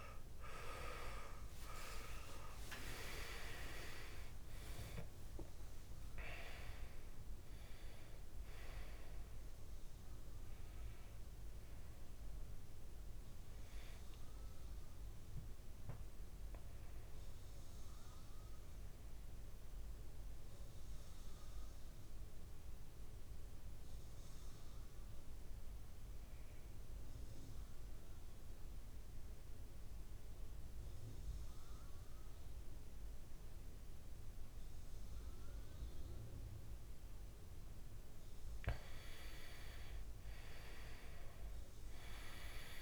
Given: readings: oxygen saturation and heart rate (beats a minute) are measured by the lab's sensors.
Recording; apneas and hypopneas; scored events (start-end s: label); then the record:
breathing in sleep by a room microphone; 1
0.00-2.50 s: arousal
14.00-20.00 s: oxygen desaturation (device-marked, oxygen 97% before, 92% lowest, heart rate 65 before, 55 extreme)
21.00-38.50 s: mixed apnea (oxygen 99% before, 92% lowest, heart rate 65 before, 55 extreme, up 6 after)
39.50-42.82 s: arousal
40.00-42.82 s: oxygen desaturation (device-marked, oxygen 99% before, 92% lowest, heart rate 58 before, 58 extreme)
From the record:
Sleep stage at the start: N2 (light sleep); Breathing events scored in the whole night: 358 in 4.1 hours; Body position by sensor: on the back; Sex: male